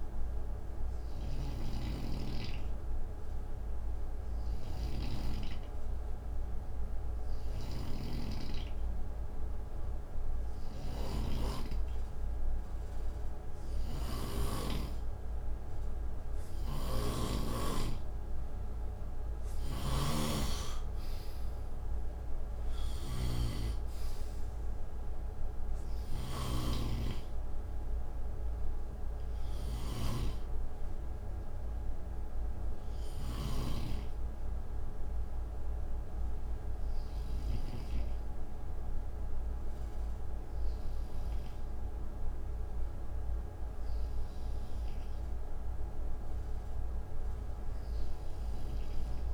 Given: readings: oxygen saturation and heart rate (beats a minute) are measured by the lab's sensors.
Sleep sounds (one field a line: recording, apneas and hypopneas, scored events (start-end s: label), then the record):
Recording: breathing in sleep by a room microphone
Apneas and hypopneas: none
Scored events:
0.00-37.00 s: snoring (device-marked)
48.00-49.34 s: snoring (device-marked)
From the record:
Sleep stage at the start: N2 (light sleep)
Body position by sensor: on the right side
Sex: male